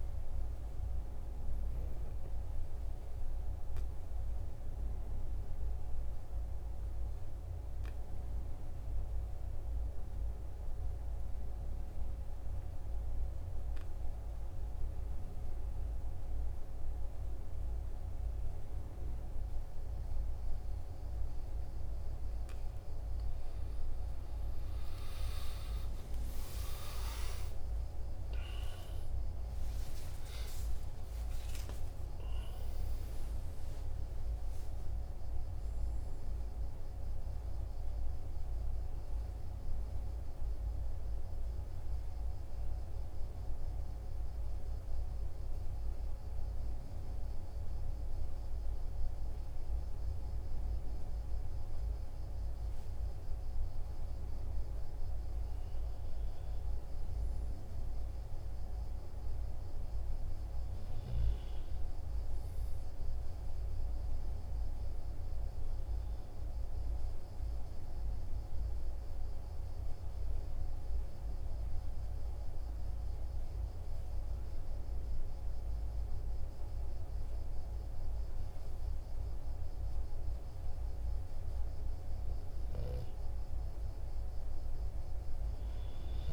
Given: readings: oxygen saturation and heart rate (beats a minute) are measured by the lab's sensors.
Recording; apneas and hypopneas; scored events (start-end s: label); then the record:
breathing in sleep, hard to hear, by a room microphone; 3
2.50-21.50 s: obstructive apnea (oxygen 96% before, 93% lowest, heart rate 47 before, 43 extreme, up 4 after)
22.50-27.00 s: arousal
28.00-60.00 s: oxygen desaturation (device-marked, oxygen 97% before, 93% lowest, heart rate 47 before, 42 extreme)
40.50-54.00 s: obstructive apnea (oxygen 97% before, 93% lowest, heart rate 49 before, 42 extreme, up 5 after)
57.50-62.00 s: arousal
67.00-82.00 s: obstructive apnea (oxygen 98% before, 95% lowest, heart rate 45 before, 45 extreme, up 2 after)
84.00-86.33 s: arousal
From the record:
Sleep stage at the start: N2 (light sleep); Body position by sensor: on the right side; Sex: male